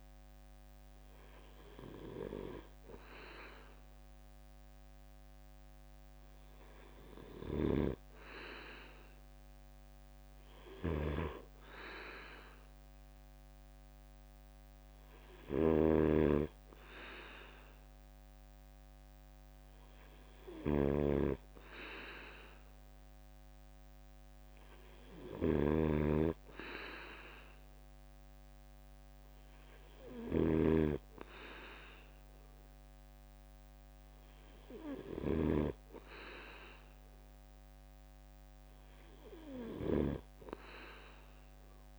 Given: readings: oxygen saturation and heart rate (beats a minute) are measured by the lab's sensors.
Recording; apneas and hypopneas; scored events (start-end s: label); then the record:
breathing in sleep by a microphone on the trachea; none
10.50-41.99 s: snoring (device-marked)
From the record:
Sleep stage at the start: N2 (light sleep); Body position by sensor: on the right side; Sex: male